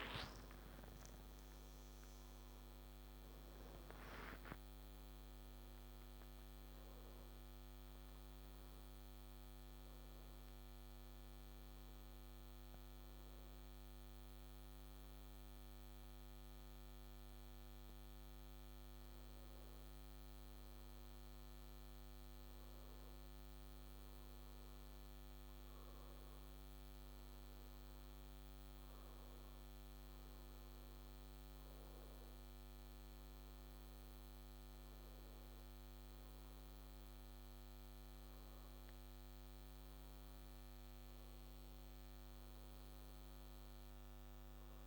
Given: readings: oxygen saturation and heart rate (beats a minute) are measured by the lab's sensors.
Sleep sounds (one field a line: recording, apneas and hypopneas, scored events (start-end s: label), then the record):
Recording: breathing in sleep, hard to hear, by a microphone on the trachea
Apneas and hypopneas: none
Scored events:
22.50-44.87 s: new sleep stage, N2 (light sleep)
From the record:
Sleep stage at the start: N1 (lightest sleep)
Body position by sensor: on the back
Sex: male